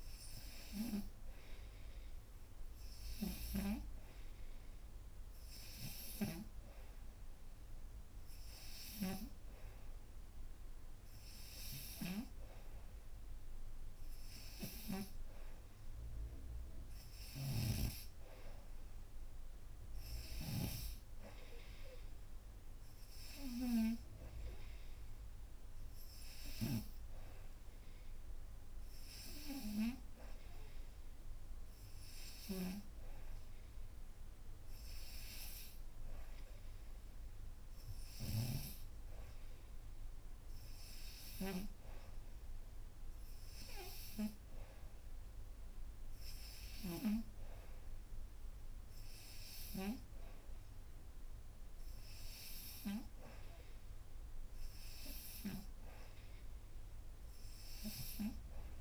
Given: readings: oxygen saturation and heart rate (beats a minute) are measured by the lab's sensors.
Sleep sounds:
breathing in sleep by a room microphone; none
none scored
From the record:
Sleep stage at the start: N3 (deep sleep); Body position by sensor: upright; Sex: female

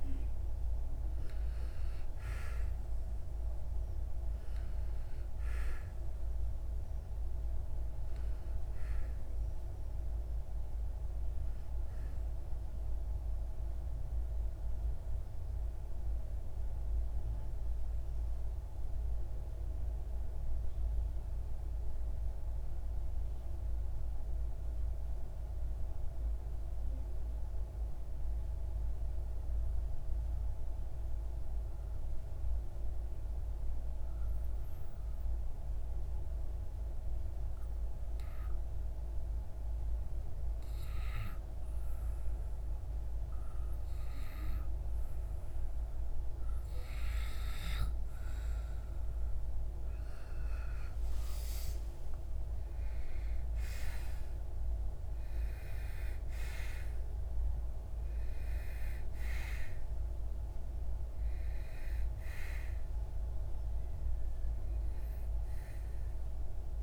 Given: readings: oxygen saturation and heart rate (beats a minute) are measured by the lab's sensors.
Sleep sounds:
breathing in sleep, hard to hear, by a room microphone; 1
0.00-9.50 s: oxygen desaturation (device-marked, oxygen 92% lowest)
5.00-43.50 s: obstructive apnea (oxygen 98% before, 91% lowest)
40.50-66.83 s: oxygen desaturation (device-marked, oxygen 97% before, 91% lowest)
49.50-53.50 s: arousal
From the record:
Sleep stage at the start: N2 (light sleep); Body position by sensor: on the back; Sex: male

